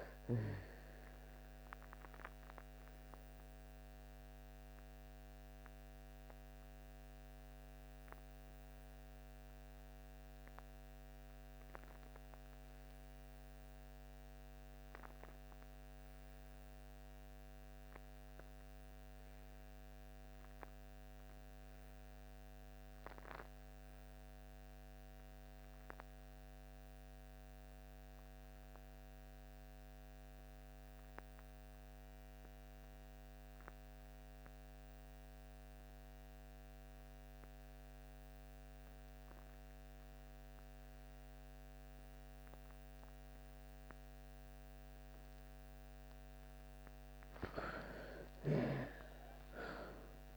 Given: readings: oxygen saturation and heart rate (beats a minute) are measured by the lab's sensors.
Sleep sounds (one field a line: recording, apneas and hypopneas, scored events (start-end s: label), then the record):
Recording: breathing in sleep by a microphone on the trachea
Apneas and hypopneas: 1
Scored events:
0.00-20.00 s: oxygen desaturation (device-marked, oxygen 71% lowest)
1.50-46.00 s: mixed apnea (oxygen 99% before, 66% lowest)
26.00-50.37 s: oxygen desaturation (device-marked, oxygen 99% before, 66% lowest)
48.00-50.37 s: arousal
From the record:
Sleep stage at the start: REM sleep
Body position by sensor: on the back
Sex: female